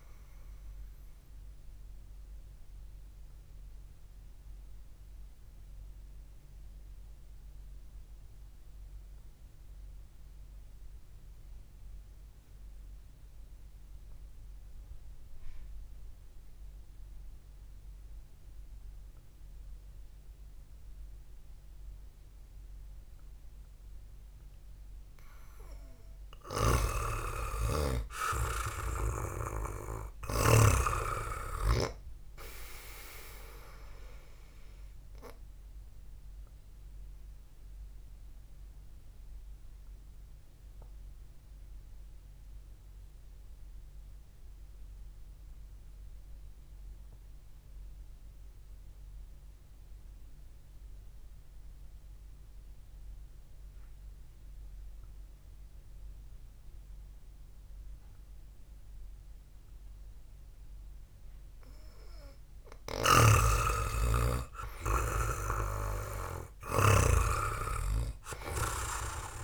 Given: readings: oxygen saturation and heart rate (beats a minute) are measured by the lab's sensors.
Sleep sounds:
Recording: breathing in sleep by a room microphone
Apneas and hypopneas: 2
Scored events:
0.00-6.00 s: oxygen desaturation (device-marked, oxygen 93% lowest, heart rate 54 extreme)
0.50-24.50 s: obstructive apnea (oxygen 98% before, 90% lowest, heart rate 57 before, 51 extreme, up 1 after)
12.00-17.00 s: oxygen desaturation (device-marked, oxygen 94% before, 91% lowest, heart rate 59 before, 51 extreme)
26.00-43.00 s: oxygen desaturation (device-marked, oxygen 97% before, 91% lowest, heart rate 63 before, 52 extreme)
27.00-31.00 s: snoring (device-marked)
28.00-31.50 s: arousal
29.00-31.00 s: long interval between heartbeats (device-marked, heart rate 63 before, 52 extreme)
37.00-61.50 s: obstructive apnea (oxygen 97% before, 89% lowest, heart rate 58 before, 54 extreme)
63.50-69.43 s: snoring (device-marked)
65.00-69.43 s: arousal
65.50-67.50 s: long interval between heartbeats (device-marked, heart rate 61 before, 62 extreme)
From the record:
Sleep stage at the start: N2 (light sleep)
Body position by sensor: on the back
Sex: male

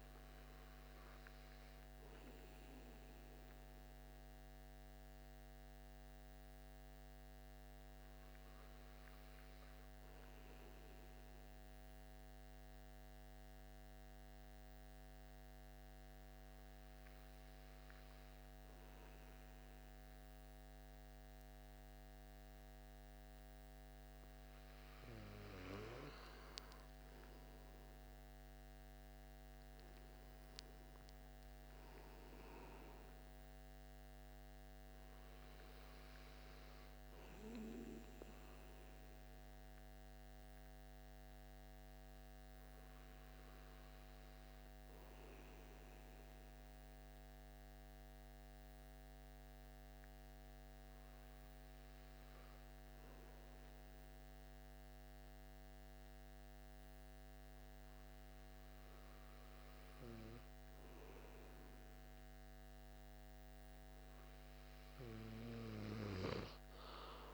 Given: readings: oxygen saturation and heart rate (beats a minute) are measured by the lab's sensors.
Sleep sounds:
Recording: breathing in sleep by a microphone on the trachea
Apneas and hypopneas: 2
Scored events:
2.00-22.00 s: hypopnea (oxygen 97% before, 93% lowest)
25.00-28.50 s: arousal
41.00-59.50 s: hypopnea (oxygen 96% before, 93% lowest)
62.50-66.00 s: arousal
From the record:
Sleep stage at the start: N2 (light sleep)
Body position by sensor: on the right side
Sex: male

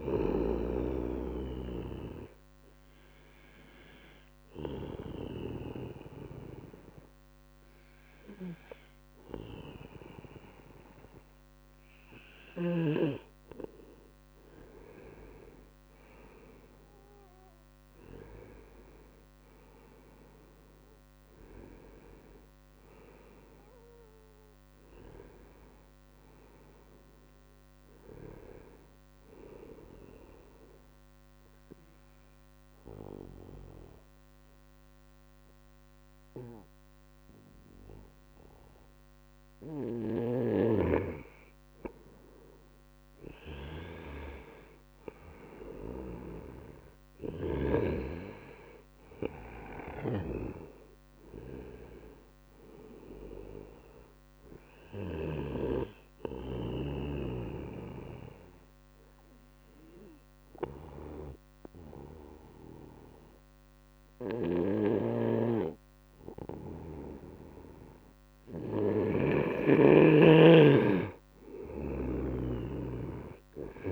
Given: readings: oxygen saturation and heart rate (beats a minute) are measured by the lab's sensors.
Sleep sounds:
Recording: breathing in sleep by a microphone on the trachea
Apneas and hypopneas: 3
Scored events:
0.00-20.00 s: oxygen desaturation (device-marked, oxygen 91% lowest, heart rate 74 extreme)
2.00-12.50 s: obstructive apnea (oxygen 97% before, 91% lowest, heart rate 78 before, 74 extreme, up 0 after)
19.50-24.00 s: arousal
30.00-41.00 s: obstructive apnea (oxygen 97% before, 91% lowest, heart rate 77 before, 74 extreme, up 2 after)
42.00-45.50 s: arousal
53.00-72.00 s: oxygen desaturation (device-marked, oxygen 97% before, 92% lowest, heart rate 75 before, 74 extreme)
56.00-69.50 s: obstructive apnea (oxygen 97% before, 91% lowest, heart rate 76 before, 74 extreme, up 3 after)
72.50-73.91 s: arousal
From the record:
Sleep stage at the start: N2 (light sleep)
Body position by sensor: on the right side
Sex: male

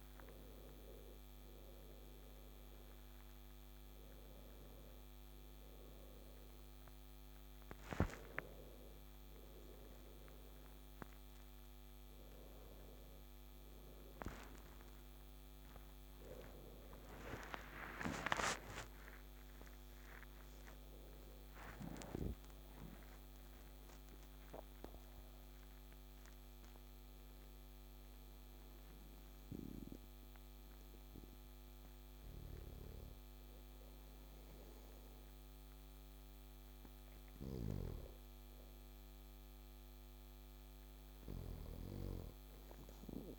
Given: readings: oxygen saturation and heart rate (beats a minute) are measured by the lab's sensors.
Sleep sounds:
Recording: a person partly awake in a sleep study, by a microphone on the trachea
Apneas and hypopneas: none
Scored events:
10.50-40.50 s: new sleep stage, N1 (lightest sleep)
40.50-43.39 s: new sleep stage, N2 (light sleep)
From the record:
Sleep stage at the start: awake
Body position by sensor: on the back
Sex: male

